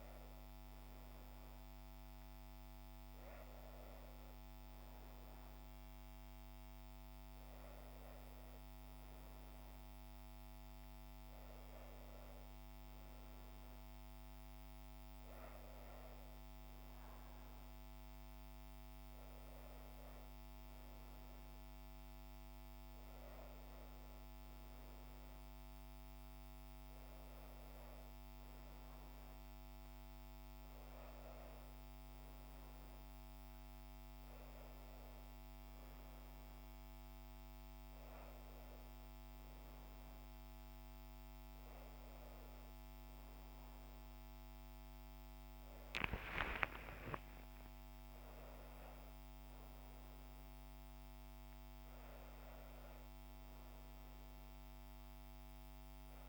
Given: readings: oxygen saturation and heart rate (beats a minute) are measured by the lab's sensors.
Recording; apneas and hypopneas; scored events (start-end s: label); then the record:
a person awake in a sleep study, hard to hear, by a microphone on the trachea; none
none scored
From the record:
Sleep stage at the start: awake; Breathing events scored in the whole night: 200 in 7.3 hours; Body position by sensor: on the back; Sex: female